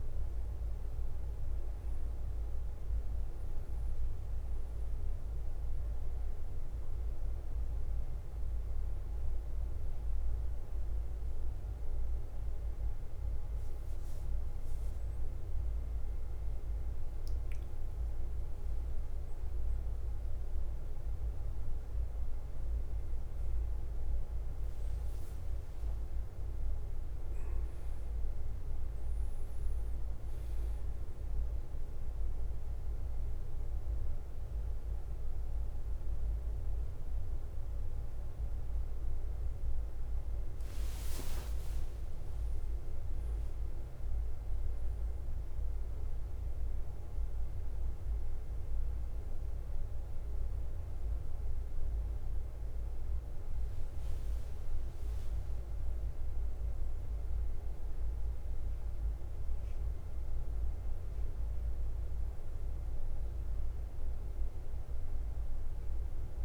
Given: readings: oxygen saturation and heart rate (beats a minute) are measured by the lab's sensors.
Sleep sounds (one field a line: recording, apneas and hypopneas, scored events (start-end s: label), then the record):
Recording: a person awake in a sleep study, hard to hear, by a room microphone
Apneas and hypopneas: none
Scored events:
1.50-34.50 s: bradycardia (device-marked, heart rate 61 before, 48 extreme)
39.00-41.00 s: long interval between heartbeats (device-marked, heart rate 55 before, 70 extreme)
42.50-66.45 s: bradycardia (device-marked, heart rate 61 before, 45 extreme)
57.50-66.45 s: new sleep stage, N1 (lightest sleep)
From the record:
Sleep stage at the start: awake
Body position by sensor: on the back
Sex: male